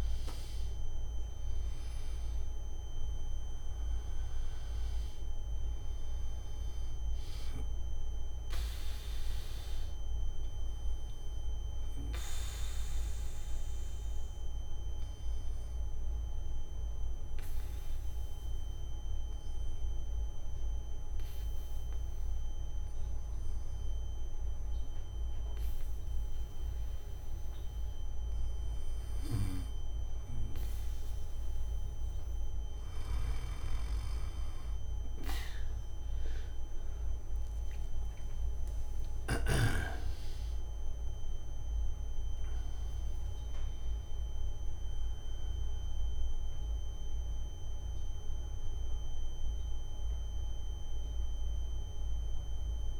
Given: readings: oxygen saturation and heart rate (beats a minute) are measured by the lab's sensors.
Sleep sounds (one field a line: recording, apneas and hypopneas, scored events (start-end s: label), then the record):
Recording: breathing in sleep by a room microphone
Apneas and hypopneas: 1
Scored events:
11.00-31.50 s: obstructive apnea (oxygen 97% before, 93% lowest, heart rate 68 before, 25 extreme, up 15 after)
38.50-51.50 s: oxygen desaturation (device-marked, oxygen 98% before, 93% lowest)
50.50-53.00 s: new sleep stage, N1 (lightest sleep)
From the record:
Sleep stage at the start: N3 (deep sleep)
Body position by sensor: on the back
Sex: male